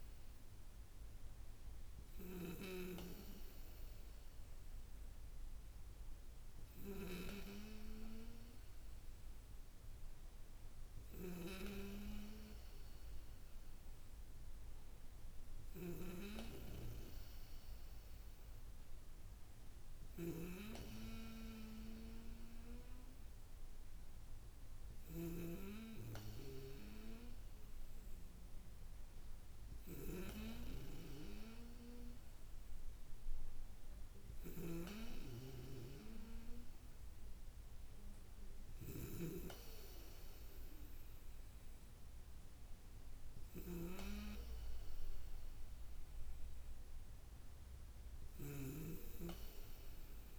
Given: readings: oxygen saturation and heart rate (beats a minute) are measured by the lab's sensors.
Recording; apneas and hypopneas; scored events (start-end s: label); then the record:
breathing in sleep by a room microphone; none
none scored
From the record:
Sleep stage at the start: N2 (light sleep); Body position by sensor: on the back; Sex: female